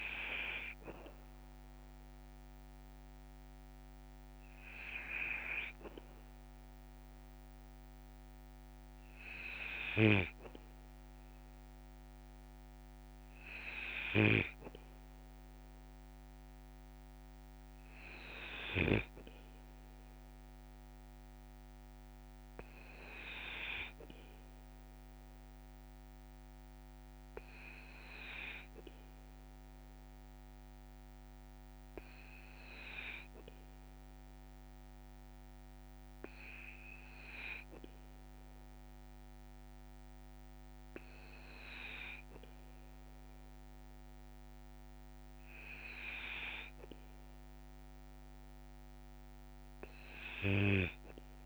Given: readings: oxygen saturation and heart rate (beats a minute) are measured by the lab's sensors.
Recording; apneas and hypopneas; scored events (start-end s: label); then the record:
breathing in sleep by a microphone on the trachea; none
none scored
From the record:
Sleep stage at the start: N2 (light sleep); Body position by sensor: on the back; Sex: male